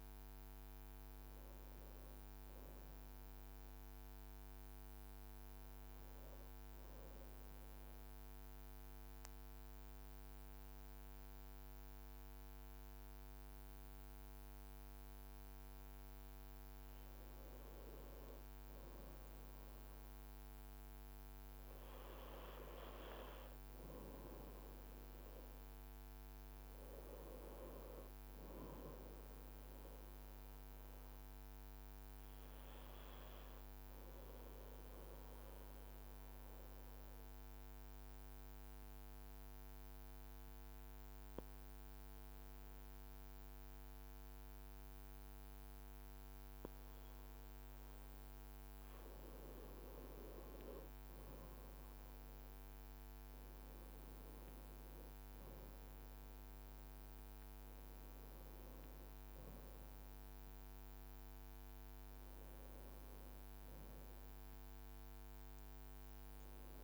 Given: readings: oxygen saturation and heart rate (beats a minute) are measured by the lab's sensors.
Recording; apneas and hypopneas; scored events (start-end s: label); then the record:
breathing in sleep by a microphone on the trachea; 2
0.00-5.50 s: oxygen desaturation (device-marked, oxygen 91% lowest, heart rate 53 extreme)
5.00-17.50 s: obstructive apnea (oxygen 94% before, 90% lowest, heart rate 59 before, 53 extreme, up 0 after)
20.50-25.00 s: arousal
24.50-46.50 s: oxygen desaturation (device-marked, oxygen 95% before, 90% lowest, heart rate 56 before, 52 extreme)
34.00-47.50 s: obstructive apnea (oxygen 95% before, 90% lowest, heart rate 54 before, 52 extreme, up 1 after)
50.00-54.50 s: arousal
63.50-66.84 s: new sleep stage, N1 (lightest sleep)
From the record:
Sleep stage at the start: N2 (light sleep); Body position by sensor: on the back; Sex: male